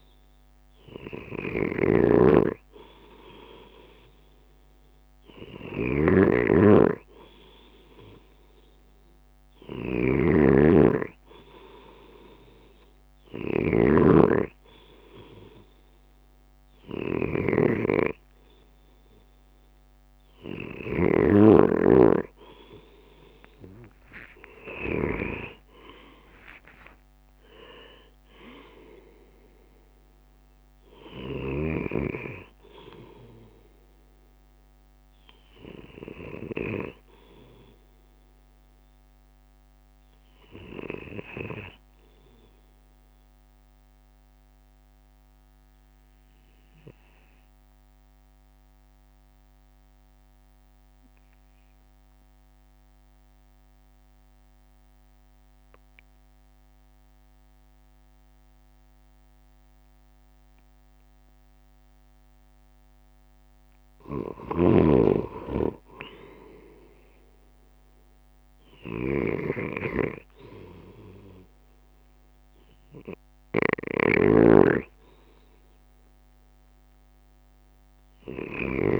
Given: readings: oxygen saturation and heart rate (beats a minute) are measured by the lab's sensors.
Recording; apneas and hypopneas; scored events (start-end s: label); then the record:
breathing in sleep by a microphone on the trachea; 1
23.50-27.00 s: arousal
26.50-28.50 s: long interval between heartbeats (device-marked, heart rate 58 before, 83 extreme)
27.00-38.00 s: drop in pulse transit time (device-marked, heart rate 59 before, 53 extreme)
41.50-63.00 s: obstructive apnea (oxygen 96% before, 91% lowest, heart rate 66 before, 54 extreme, up 8 after)
65.00-79.00 s: drop in pulse transit time (device-marked, heart rate 56 before, 54 extreme)
65.50-69.50 s: arousal
From the record:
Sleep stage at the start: N2 (light sleep); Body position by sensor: on the left side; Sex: male